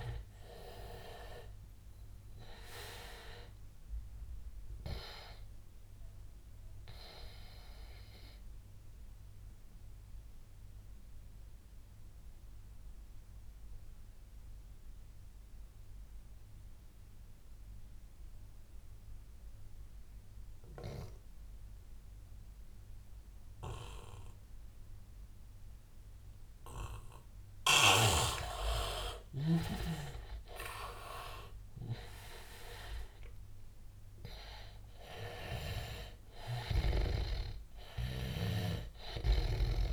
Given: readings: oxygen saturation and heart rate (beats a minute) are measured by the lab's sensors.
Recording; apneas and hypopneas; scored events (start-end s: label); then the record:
breathing in sleep by a room microphone; 1
0.00-1.00 s: arousal
0.00-24.00 s: oxygen desaturation (device-marked, oxygen 87% lowest, heart rate 79 extreme)
6.50-27.50 s: obstructive apnea (oxygen 98% before, 81% lowest, heart rate 90 before, 79 extreme, up 15 after)
30.50-34.00 s: arousal
32.00-39.93 s: oxygen desaturation (device-marked, oxygen 98% before, 84% lowest, heart rate 82 before, 83 extreme)
From the record:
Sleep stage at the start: N2 (light sleep); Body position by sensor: on the back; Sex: male